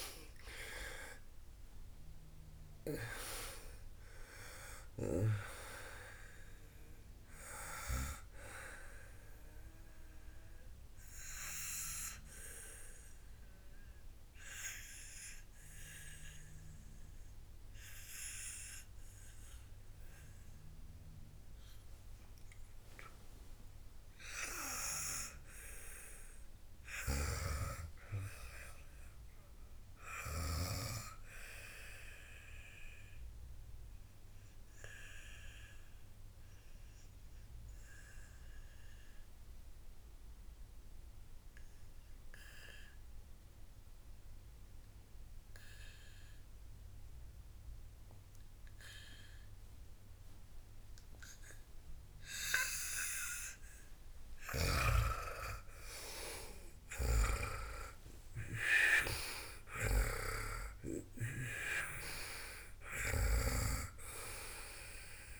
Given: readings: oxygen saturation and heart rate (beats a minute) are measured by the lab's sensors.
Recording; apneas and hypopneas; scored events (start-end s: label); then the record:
breathing in sleep by a room microphone; 1
0.00-23.50 s: oxygen desaturation (device-marked, oxygen 89% lowest, heart rate 56 extreme)
27.50-31.50 s: snoring (device-marked)
29.00-32.50 s: arousal
35.00-53.50 s: obstructive apnea (oxygen 99% before, 91% lowest, heart rate 72 before, 54 extreme, up 49 after)
55.00-59.00 s: arousal
55.50-65.40 s: oxygen desaturation (device-marked, oxygen 99% before, 91% lowest, heart rate 62 before, 53 extreme)
60.00-64.00 s: snoring (device-marked)
From the record:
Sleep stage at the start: N2 (light sleep); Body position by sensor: on the back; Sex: female